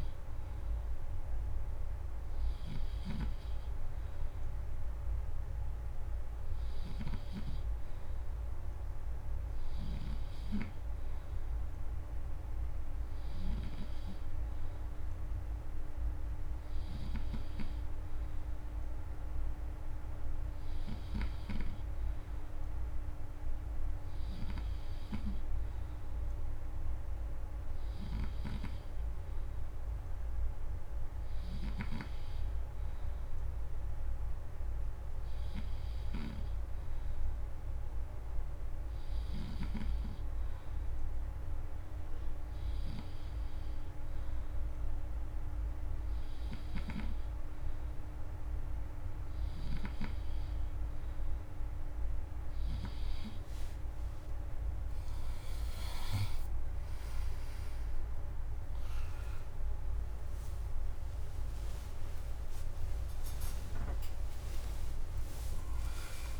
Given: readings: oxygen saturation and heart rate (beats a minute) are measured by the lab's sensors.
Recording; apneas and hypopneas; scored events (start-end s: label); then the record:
breathing in sleep by a room microphone; none
2.50-13.50 s: snoring (device-marked)
31.00-39.50 s: snoring (device-marked)
53.50-66.40 s: new sleep stage, N2 (light sleep)
54.00-61.00 s: arousal
From the record:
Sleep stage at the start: N3 (deep sleep); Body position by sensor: on the back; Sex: male